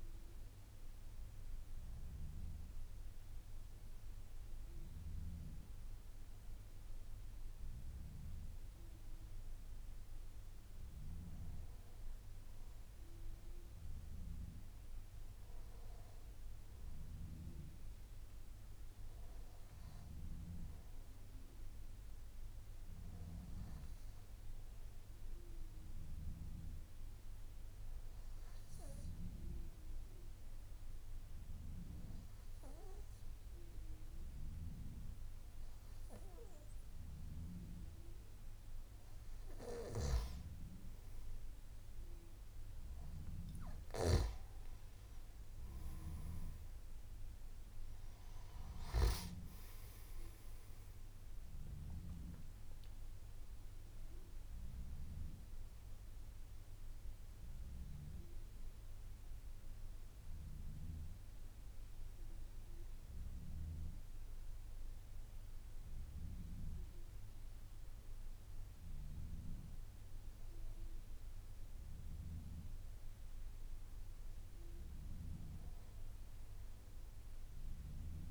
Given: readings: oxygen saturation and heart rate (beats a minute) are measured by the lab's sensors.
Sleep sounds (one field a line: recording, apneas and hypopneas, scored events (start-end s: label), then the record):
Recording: breathing in sleep by a room microphone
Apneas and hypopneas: 2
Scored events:
0.00-2.50 s: oxygen desaturation (device-marked, oxygen 92% lowest, heart rate 53 extreme)
24.50-38.00 s: obstructive apnea (oxygen 98% before, 94% lowest, heart rate 55 before, 54 extreme, up 2 after)
56.50-68.50 s: hypopnea (oxygen 96% before, 94% lowest, heart rate 58 before, 53 extreme, up 1 after)
From the record:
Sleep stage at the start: N1 (lightest sleep)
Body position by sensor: on the back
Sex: male